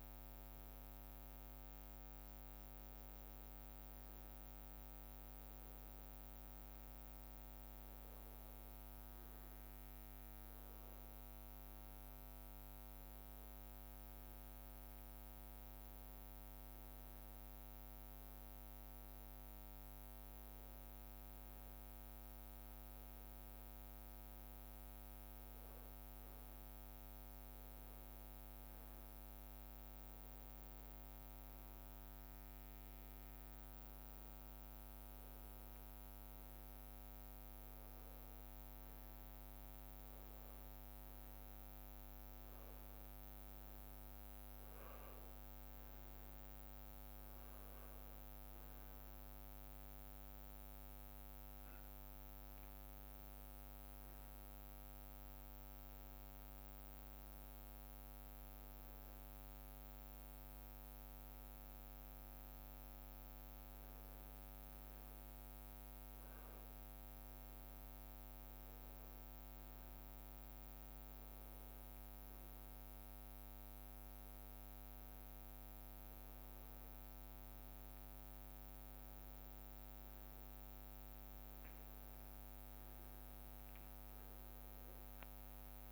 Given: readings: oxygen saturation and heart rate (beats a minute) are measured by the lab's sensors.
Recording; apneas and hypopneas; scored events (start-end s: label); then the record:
breathing in sleep, hard to hear, by a microphone on the trachea; none
72.50-85.92 s: new sleep stage, N1 (lightest sleep)
84.50-85.92 s: drop in pulse transit time (device-marked, heart rate 58 before, 59 extreme)
84.50-85.92 s: tachycardia (device-marked, heart rate 58 before, 104 extreme)
From the record:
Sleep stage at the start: N2 (light sleep); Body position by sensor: on the back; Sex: male